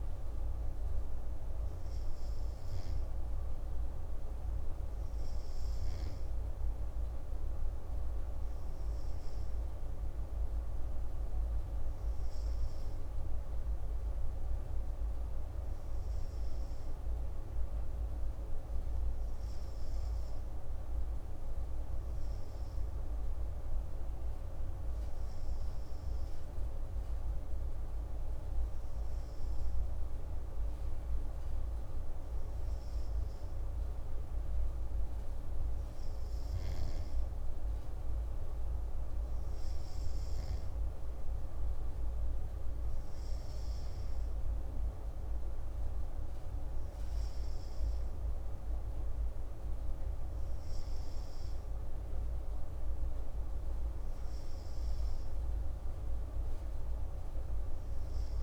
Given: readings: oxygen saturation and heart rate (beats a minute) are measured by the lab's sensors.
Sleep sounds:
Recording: breathing in sleep, hard to hear, by a room microphone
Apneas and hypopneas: none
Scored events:
none scored
From the record:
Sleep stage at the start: N2 (light sleep)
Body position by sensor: on the right side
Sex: male

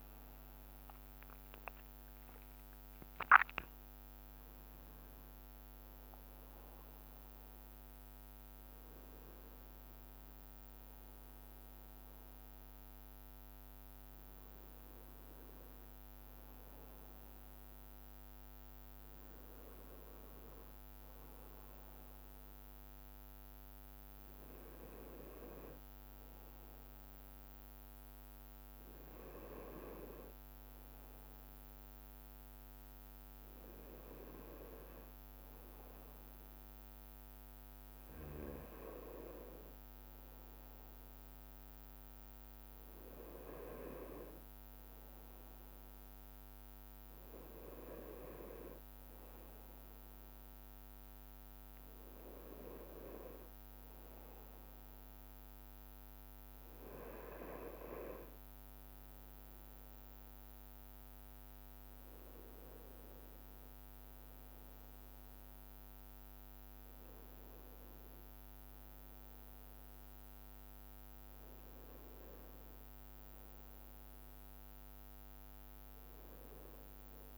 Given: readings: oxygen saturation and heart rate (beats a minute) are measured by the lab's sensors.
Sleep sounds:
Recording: breathing in sleep by a microphone on the trachea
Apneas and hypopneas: none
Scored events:
0.00-1.50 s: long interval between heartbeats (device-marked)
0.00-2.50 s: drop in pulse transit time (device-marked)
0.00-77.38 s: bradycardia (device-marked)
3.00-5.00 s: long interval between heartbeats (device-marked)
8.00-10.00 s: long interval between heartbeats (device-marked)
15.00-17.00 s: long interval between heartbeats (device-marked)
19.50-26.50 s: drop in pulse transit time (device-marked)
24.50-26.50 s: long interval between heartbeats (device-marked)
29.50-31.50 s: long interval between heartbeats (device-marked)
34.00-36.00 s: long interval between heartbeats (device-marked)
42.50-44.50 s: long interval between heartbeats (device-marked, heart rate 30 before, 28 extreme)
48.00-50.00 s: long interval between heartbeats (device-marked, heart rate 34 before, 45 extreme)
49.50-53.50 s: drop in pulse transit time (device-marked, heart rate 36 before, 45 extreme)
76.00-77.38 s: long interval between heartbeats (device-marked)
From the record:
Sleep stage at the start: N2 (light sleep)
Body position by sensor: on the right side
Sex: male

